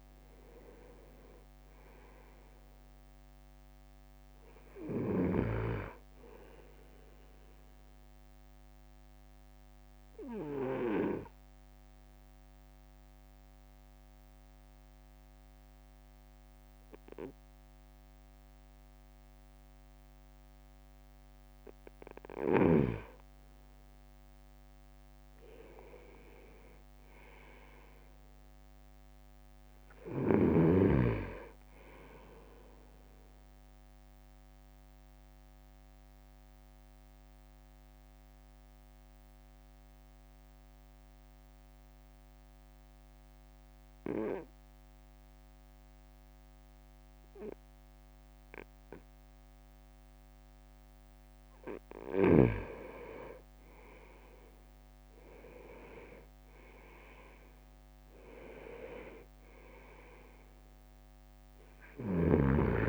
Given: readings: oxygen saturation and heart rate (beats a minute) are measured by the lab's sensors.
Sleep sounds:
breathing in sleep by a microphone on the trachea; 2
0.00-8.00 s: drop in pulse transit time (device-marked, heart rate 55 extreme)
9.00-22.50 s: obstructive apnea (oxygen 99% before, 96% lowest, heart rate 56 before, 51 extreme, up 5 after)
24.00-25.50 s: leg movement (device-marked)
25.00-37.00 s: drop in pulse transit time (device-marked, heart rate 54 before, 51 extreme)
25.50-29.50 s: arousal
34.50-52.00 s: obstructive apnea (oxygen 98% before, 96% lowest, heart rate 54 before, 51 extreme, up 4 after)
52.50-55.00 s: leg movement (device-marked)
55.00-60.00 s: arousal
55.00-62.89 s: drop in pulse transit time (device-marked, heart rate 54 before, 55 extreme)
From the record:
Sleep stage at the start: N2 (light sleep); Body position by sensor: on the right side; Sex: male

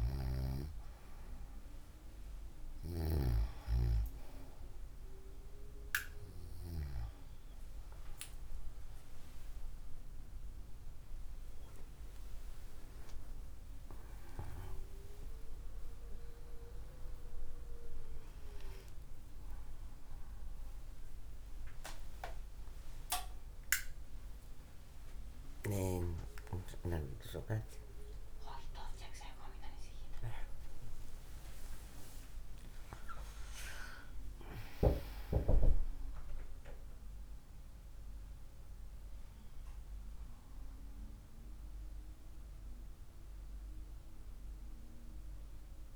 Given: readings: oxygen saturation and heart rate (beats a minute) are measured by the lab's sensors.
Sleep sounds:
a person awake in a sleep study, by a room microphone; none
12.50-45.96 s: new sleep stage, awake
From the record:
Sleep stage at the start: N2 (light sleep); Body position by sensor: on the right side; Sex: female

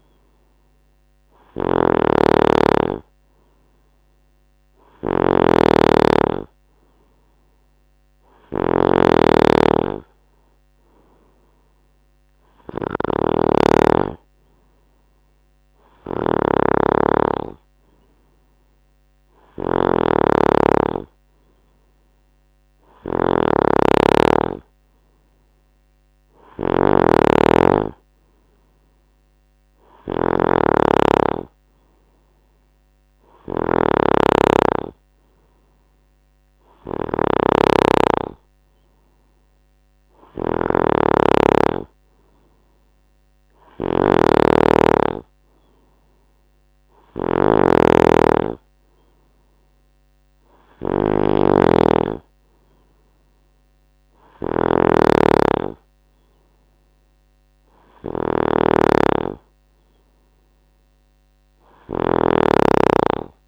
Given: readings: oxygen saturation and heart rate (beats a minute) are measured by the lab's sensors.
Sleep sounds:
breathing in sleep by a microphone on the trachea; none
0.00-63.48 s: snoring (device-marked)
From the record:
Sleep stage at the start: N2 (light sleep); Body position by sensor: on the right side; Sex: male

